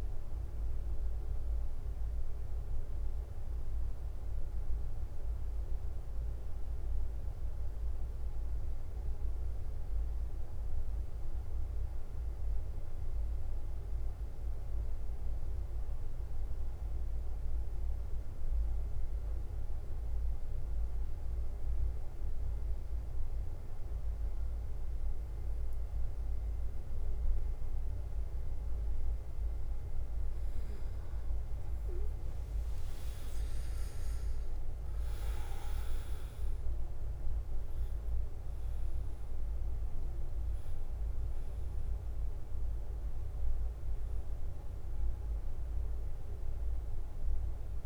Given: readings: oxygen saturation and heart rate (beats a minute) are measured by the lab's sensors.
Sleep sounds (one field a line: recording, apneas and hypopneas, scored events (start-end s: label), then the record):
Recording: breathing in sleep, hard to hear, by a room microphone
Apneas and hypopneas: 1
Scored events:
0.00-47.86 s: bradycardia (device-marked, heart rate 46 extreme)
2.00-29.00 s: obstructive apnea (oxygen 99% before, 93% lowest, heart rate 52 before, 47 extreme, up 6 after)
11.50-23.50 s: oxygen desaturation (device-marked, oxygen 96% before, 93% lowest, heart rate 51 before, 49 extreme)
33.50-37.50 s: arousal
37.50-47.86 s: oxygen desaturation (device-marked, oxygen 99% before, 94% lowest, heart rate 50 before, 49 extreme)
From the record:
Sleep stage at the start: N2 (light sleep)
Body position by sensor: on the back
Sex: male